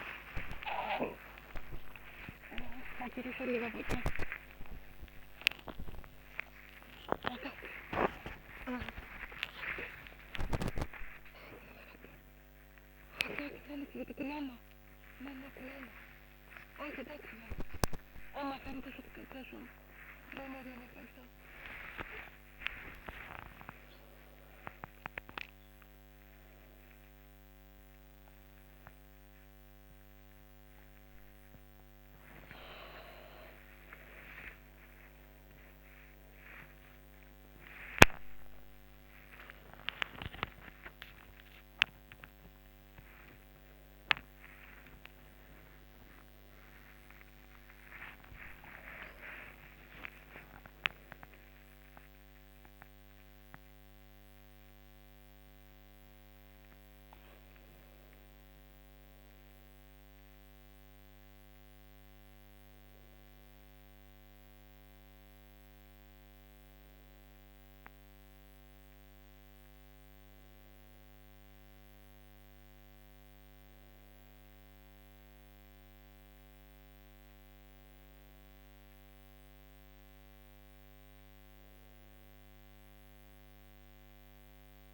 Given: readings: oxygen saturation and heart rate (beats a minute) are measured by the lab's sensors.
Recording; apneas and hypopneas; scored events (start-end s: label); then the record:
a person awake in a sleep study, by a microphone on the trachea; none
34.50-45.50 s: oxygen desaturation (device-marked, oxygen 100% before, 97% lowest, heart rate 83 before, 59 extreme)
47.50-54.50 s: oxygen desaturation (device-marked, oxygen 100% before, 97% lowest, heart rate 92 before, 59 extreme)
From the record:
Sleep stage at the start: awake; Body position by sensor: on the left side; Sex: female